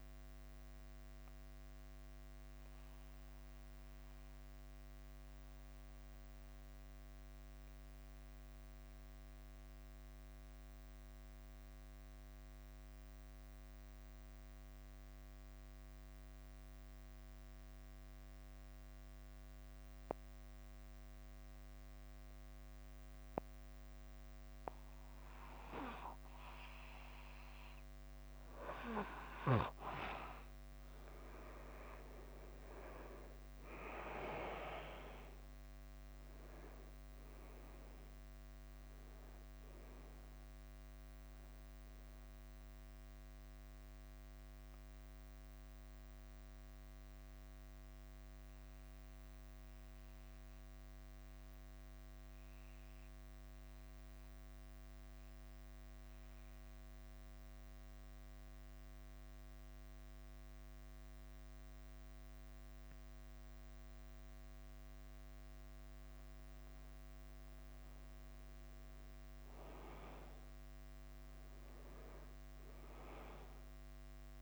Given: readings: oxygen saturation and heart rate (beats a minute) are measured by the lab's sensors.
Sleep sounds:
breathing in sleep by a microphone on the trachea; 2
0.00-74.42 s: bradycardia (device-marked, heart rate 45 extreme)
1.00-26.50 s: mixed apnea (oxygen 99% before, 91% lowest, heart rate 52 before, 50 extreme, up 3 after)
31.00-35.00 s: arousal
31.00-49.00 s: oxygen desaturation (device-marked, oxygen 98% before, 93% lowest, heart rate 50 before, 48 extreme)
44.00-67.50 s: mixed apnea (oxygen 98% before, 91% lowest, heart rate 52 before, 48 extreme, up 6 after)
58.00-70.00 s: oxygen desaturation (device-marked, oxygen 95% before, 91% lowest, heart rate 51 before, 49 extreme)
71.00-74.42 s: arousal
From the record:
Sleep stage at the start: N2 (light sleep); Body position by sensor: on the back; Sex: male

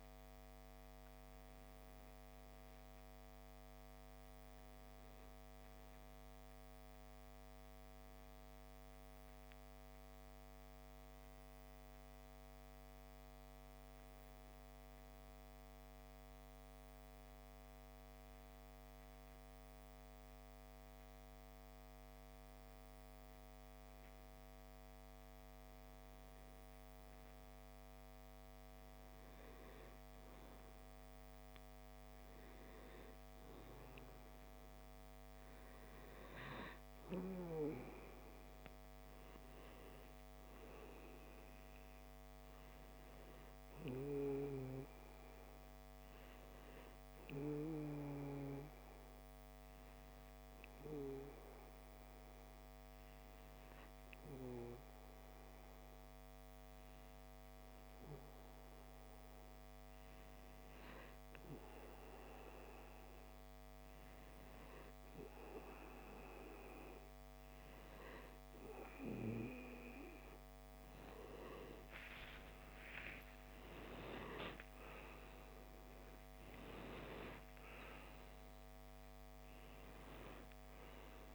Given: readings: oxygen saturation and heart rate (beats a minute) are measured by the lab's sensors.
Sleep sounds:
breathing in sleep by a microphone on the trachea; 2
10.50-28.00 s: hypopnea (oxygen 96% before, 94% lowest, heart rate 67 before, 58 extreme, up 0 after)
29.50-33.50 s: arousal
47.00-64.50 s: obstructive apnea (oxygen 97% before, 94% lowest, heart rate 59 before, 58 extreme, up 2 after)
72.00-77.00 s: arousal
From the record:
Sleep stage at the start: N2 (light sleep); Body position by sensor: on the left side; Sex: male

